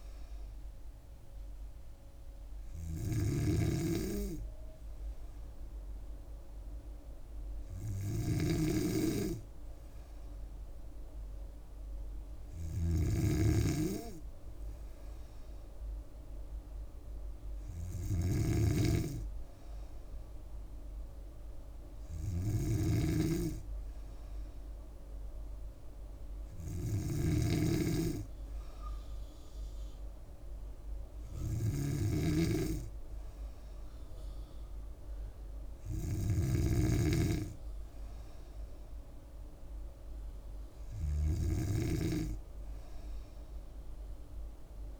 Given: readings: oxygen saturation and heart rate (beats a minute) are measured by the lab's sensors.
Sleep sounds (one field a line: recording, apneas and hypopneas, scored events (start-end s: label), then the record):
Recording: breathing in sleep by a room microphone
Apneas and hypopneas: none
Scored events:
0.00-45.00 s: snoring (device-marked)
From the record:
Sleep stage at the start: N3 (deep sleep)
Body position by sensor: on the back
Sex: female